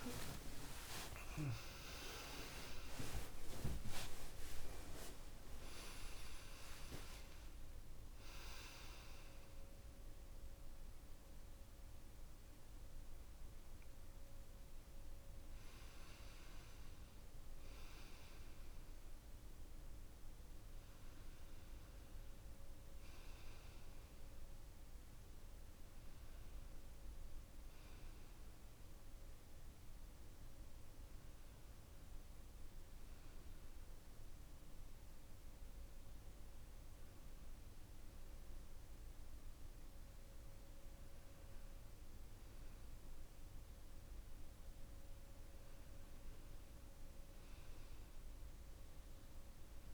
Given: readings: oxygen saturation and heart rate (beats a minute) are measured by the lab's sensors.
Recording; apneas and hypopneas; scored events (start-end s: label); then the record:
a person partly awake in a sleep study, by a room microphone; none
16.00-49.94 s: new sleep stage, N2 (light sleep)
From the record:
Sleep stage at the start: awake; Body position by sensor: on the back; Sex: male